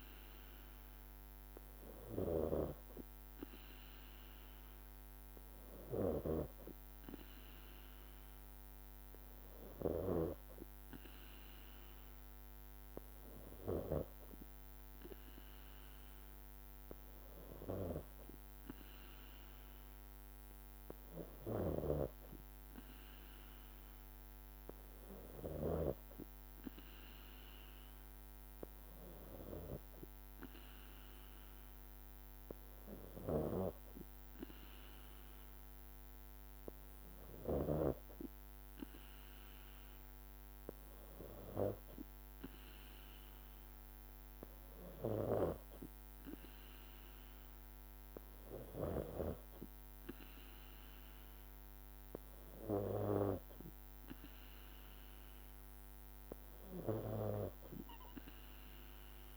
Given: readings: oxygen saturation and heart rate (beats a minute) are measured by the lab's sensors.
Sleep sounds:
breathing in sleep by a microphone on the trachea; none
none scored
From the record:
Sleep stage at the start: N3 (deep sleep); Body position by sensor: on the back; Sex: female

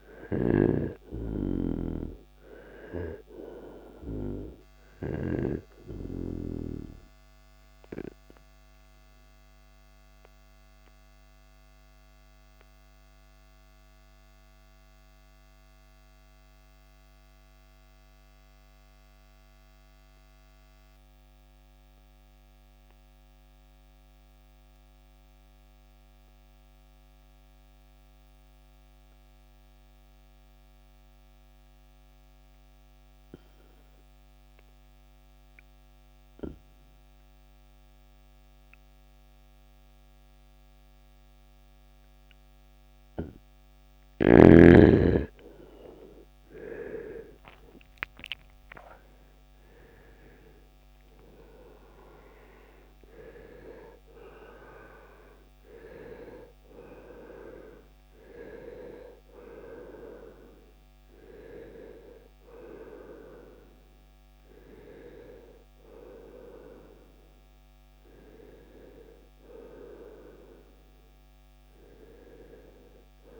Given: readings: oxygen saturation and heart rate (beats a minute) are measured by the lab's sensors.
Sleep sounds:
breathing in sleep by a microphone on the trachea; 1
3.00-35.00 s: oxygen desaturation (device-marked, oxygen 97% before, 88% lowest, heart rate 67 before, 40 extreme)
8.00-43.50 s: obstructive apnea (oxygen 98% before, 81% lowest, heart rate 66 before, 40 extreme, up 17 after)
44.50-49.50 s: arousal
From the record:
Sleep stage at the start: N2 (light sleep); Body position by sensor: on the right side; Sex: male

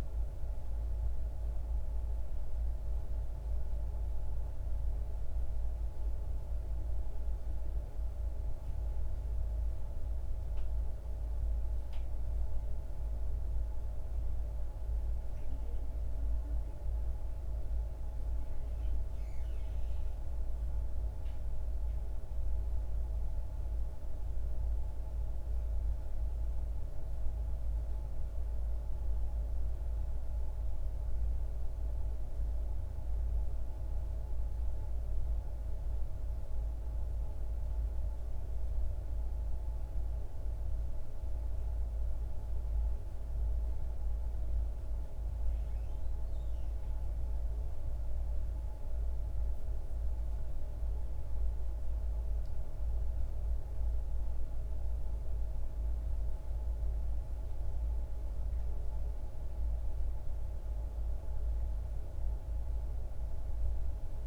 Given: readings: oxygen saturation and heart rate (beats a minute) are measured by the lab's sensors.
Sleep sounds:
a person awake in a sleep study, hard to hear, by a room microphone; none
none scored
From the record:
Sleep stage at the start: awake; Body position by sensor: on the back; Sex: male

